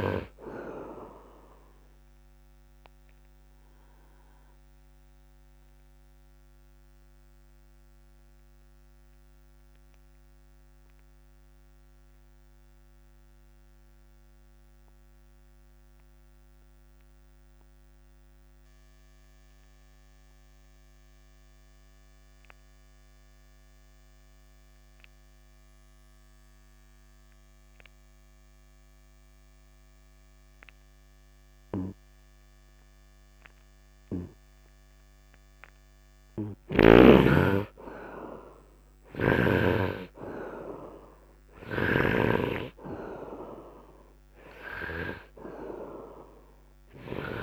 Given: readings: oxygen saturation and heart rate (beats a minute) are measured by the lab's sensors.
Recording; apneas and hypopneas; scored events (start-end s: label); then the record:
breathing in sleep by a microphone on the trachea; 1
0.00-18.00 s: oxygen desaturation (device-marked, oxygen 73% lowest, heart rate 54 extreme)
3.00-35.50 s: obstructive apnea (oxygen 99% before, 70% lowest, heart rate 63 before, 54 extreme, up 8 after)
25.00-47.43 s: oxygen desaturation (device-marked, oxygen 97% before, 70% lowest, heart rate 70 before, 54 extreme)
35.50-37.50 s: long interval between heartbeats (device-marked, heart rate 64 before, 56 extreme)
37.00-41.50 s: arousal
39.00-42.50 s: snoring (device-marked)
From the record:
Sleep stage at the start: N2 (light sleep); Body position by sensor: upright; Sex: male